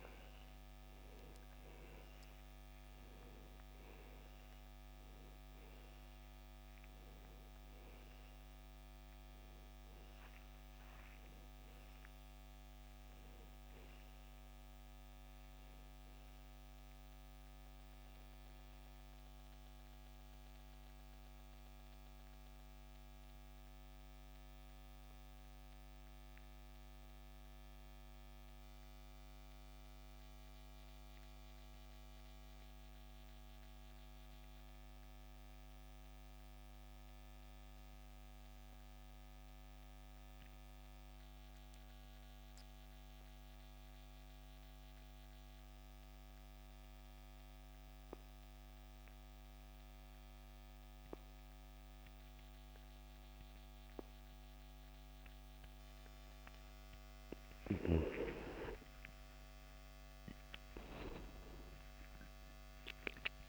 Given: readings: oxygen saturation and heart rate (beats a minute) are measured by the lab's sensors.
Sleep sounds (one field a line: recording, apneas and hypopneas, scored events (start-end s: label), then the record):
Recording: breathing in sleep, hard to hear, by a microphone on the trachea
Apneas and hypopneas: 1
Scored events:
0.00-32.00 s: oxygen desaturation (device-marked, oxygen 86% lowest, heart rate 47 extreme)
18.50-57.00 s: obstructive apnea (oxygen 97% before, 80% lowest, heart rate 79 before, 47 extreme, up 21 after)
57.00-63.49 s: oxygen desaturation (device-marked, oxygen 96% before, 80% lowest, heart rate 59 before, 59 extreme)
58.50-63.00 s: arousal
From the record:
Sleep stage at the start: N2 (light sleep)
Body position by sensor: on the back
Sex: male